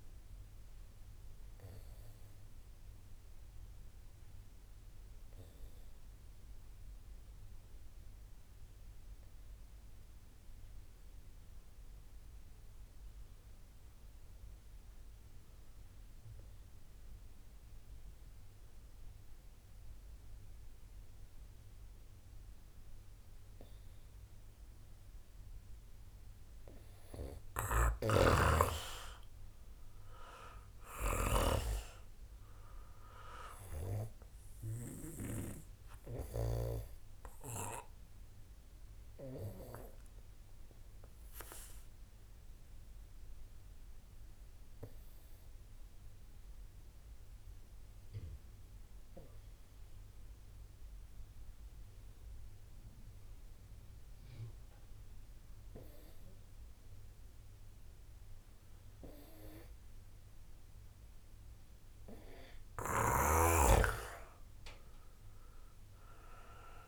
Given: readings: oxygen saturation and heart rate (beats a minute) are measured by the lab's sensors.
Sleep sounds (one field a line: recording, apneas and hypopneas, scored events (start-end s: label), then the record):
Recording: breathing in sleep by a room microphone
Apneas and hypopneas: 2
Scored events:
0.00-12.50 s: oxygen desaturation (device-marked, oxygen 89% lowest, heart rate 53 extreme)
2.00-26.50 s: obstructive apnea (oxygen 97% before, 87% lowest, heart rate 58 before, 48 extreme, up 12 after)
28.00-37.00 s: snoring (device-marked)
28.50-51.50 s: oxygen desaturation (device-marked, oxygen 96% before, 89% lowest, heart rate 61 before, 48 extreme)
29.50-31.50 s: arousal
39.00-61.00 s: obstructive apnea (oxygen 97% before, 87% lowest, heart rate 63 before, 48 extreme, up 10 after)
64.50-66.87 s: oxygen desaturation (device-marked, oxygen 96% before, 87% lowest, heart rate 65 before, 48 extreme)
From the record:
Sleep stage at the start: N2 (light sleep)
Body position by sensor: on the back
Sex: male